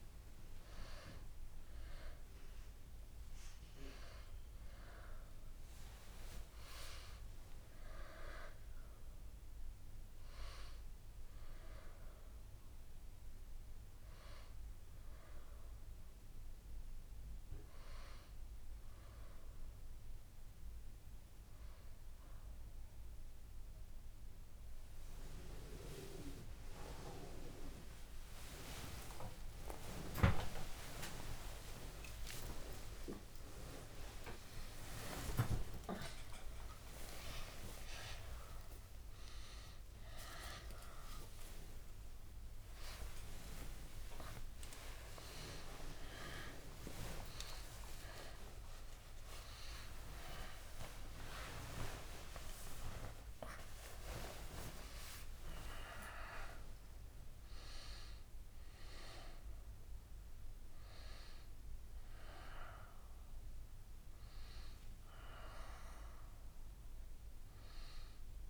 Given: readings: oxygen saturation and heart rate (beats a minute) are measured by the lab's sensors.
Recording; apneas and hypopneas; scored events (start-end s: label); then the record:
a person partly awake in a sleep study, by a room microphone; none
25.50-55.50 s: new sleep stage, awake
28.50-30.50 s: long interval between heartbeats (device-marked, heart rate 74 before, 81 extreme)
30.50-32.50 s: long interval between heartbeats (device-marked, heart rate 74 before, 107 extreme)
35.00-37.00 s: long interval between heartbeats (device-marked, heart rate 85 before, 159 extreme)
38.50-40.50 s: long interval between heartbeats (device-marked, heart rate 102 before, 158 extreme)
40.50-42.50 s: long interval between heartbeats (device-marked, heart rate 111 before, 169 extreme)
43.50-45.50 s: long interval between heartbeats (device-marked, heart rate 127 before, 155 extreme)
46.50-48.50 s: long interval between heartbeats (device-marked, heart rate 140 before, 143 extreme)
49.50-62.50 s: oxygen desaturation (device-marked, oxygen 95% before, 89% lowest, heart rate 151 before, 75 extreme)
51.50-53.50 s: long interval between heartbeats (device-marked, heart rate 153 before, 127 extreme)
54.50-56.50 s: long interval between heartbeats (device-marked, heart rate 152 before, 141 extreme)
55.50-68.50 s: new sleep stage, N1 (lightest sleep)
From the record:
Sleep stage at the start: N2 (light sleep); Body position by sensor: on the right side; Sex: female